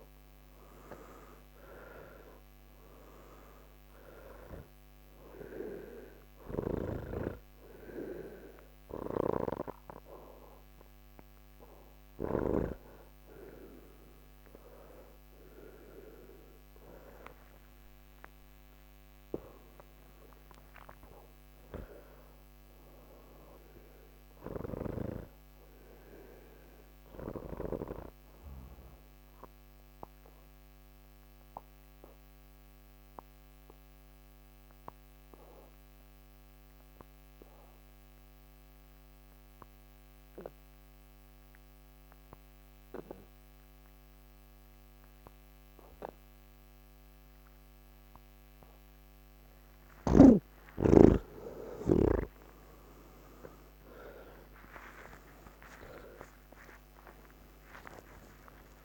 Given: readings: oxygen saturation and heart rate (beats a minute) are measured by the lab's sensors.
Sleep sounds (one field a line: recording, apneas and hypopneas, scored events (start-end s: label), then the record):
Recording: breathing in sleep by a microphone on the trachea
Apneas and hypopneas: 1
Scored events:
0.00-22.50 s: oxygen desaturation (device-marked, oxygen 79% lowest)
29.50-48.50 s: obstructive apnea (oxygen 99% before, 85% lowest, heart rate 101 before, 59 extreme, up 42 after)
47.50-58.84 s: oxygen desaturation (device-marked, oxygen 98% before, 85% lowest)
From the record:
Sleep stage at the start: N3 (deep sleep)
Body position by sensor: on the back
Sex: male